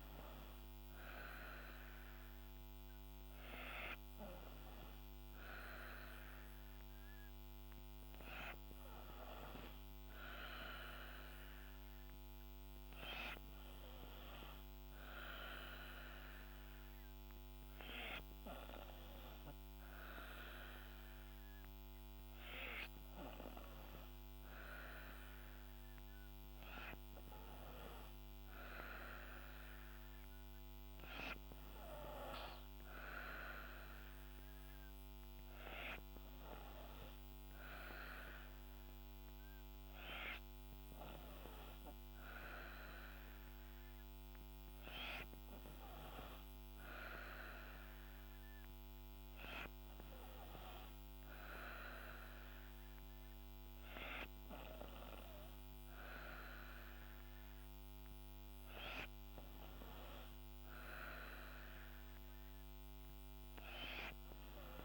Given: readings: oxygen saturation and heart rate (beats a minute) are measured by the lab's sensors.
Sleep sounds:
breathing in sleep by a microphone on the trachea; none
45.00-64.85 s: new sleep stage, N2 (light sleep)
From the record:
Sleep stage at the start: N3 (deep sleep); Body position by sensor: on the back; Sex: female

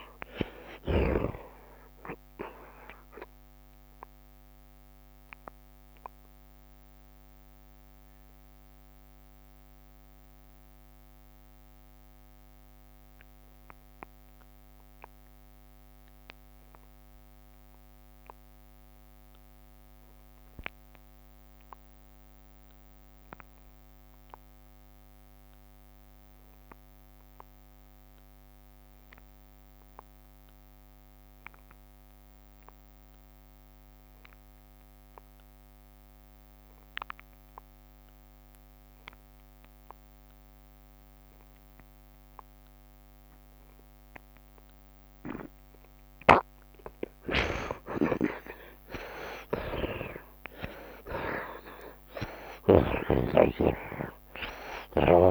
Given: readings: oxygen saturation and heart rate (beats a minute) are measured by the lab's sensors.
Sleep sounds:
breathing in sleep by a microphone on the trachea; 1
0.00-2.00 s: tachycardia (device-marked, heart rate 206 extreme)
0.00-18.00 s: oxygen desaturation (device-marked, oxygen 49% lowest, heart rate 33 extreme)
1.50-3.50 s: long interval between heartbeats (device-marked, heart rate 174 before, 129 extreme)
4.50-46.00 s: mixed apnea (oxygen 81% before, 49% lowest, heart rate 177 before, 33 extreme, up 60 after)
6.00-8.00 s: long interval between heartbeats (device-marked, heart rate 171 before, 84 extreme)
6.00-13.00 s: bradycardia (device-marked, heart rate 82 before, 33 extreme)
13.00-15.00 s: long interval between heartbeats (device-marked, heart rate 128 before, 43 extreme)
15.00-33.00 s: tachycardia (device-marked, heart rate 82 before, 158 extreme)
15.50-17.50 s: long interval between heartbeats (device-marked, heart rate 112 before, 57 extreme)
18.00-20.00 s: long interval between heartbeats (device-marked, heart rate 93 before, 107 extreme)
20.00-55.31 s: oxygen desaturation (device-marked, oxygen 86% before, 49% lowest, heart rate 85 before, 59 extreme)
20.50-22.50 s: long interval between heartbeats (device-marked, heart rate 85 before, 117 extreme)
23.50-25.50 s: long interval between heartbeats (device-marked, heart rate 80 before, 128 extreme)
26.00-28.00 s: long interval between heartbeats (device-marked, heart rate 85 before, 147 extreme)
28.50-30.50 s: long interval between heartbeats (device-marked, heart rate 92 before, 138 extreme)
31.50-33.50 s: long interval between heartbeats (device-marked, heart rate 105 before, 123 extreme)
36.50-38.50 s: long interval between heartbeats (device-marked, heart rate 123 before, 95 extreme)
38.00-40.00 s: tachycardia (device-marked, heart rate 83 before, 94 extreme)
41.00-49.00 s: tachycardia (device-marked, heart rate 83 before, 148 extreme)
42.00-44.00 s: long interval between heartbeats (device-marked, heart rate 121 before, 99 extreme)
45.50-47.50 s: long interval between heartbeats (device-marked, heart rate 119 before, 130 extreme)
47.00-51.50 s: arousal
47.50-49.50 s: long interval between heartbeats (device-marked, heart rate 117 before, 146 extreme)
51.50-53.50 s: long interval between heartbeats (device-marked, heart rate 117 before, 98 extreme)
53.50-55.31 s: long interval between heartbeats (device-marked, heart rate 115 before, 89 extreme)
From the record:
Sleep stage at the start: N2 (light sleep); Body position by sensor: on the right side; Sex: male

